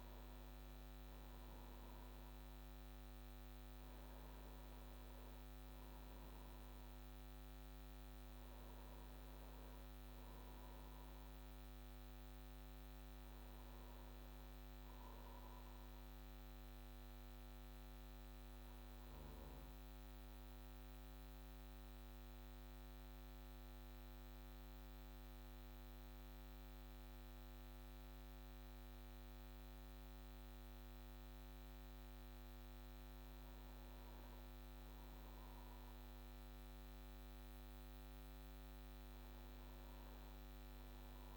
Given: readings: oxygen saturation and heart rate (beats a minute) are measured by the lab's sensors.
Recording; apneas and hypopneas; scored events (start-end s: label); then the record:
breathing in sleep, hard to hear, by a microphone on the trachea; 1
15.50-32.50 s: central apnea (oxygen 96% before, 94% lowest)
34.50-38.50 s: arousal
40.00-41.37 s: new sleep stage, N2 (light sleep)
From the record:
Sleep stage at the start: N1 (lightest sleep); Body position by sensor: on the back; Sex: male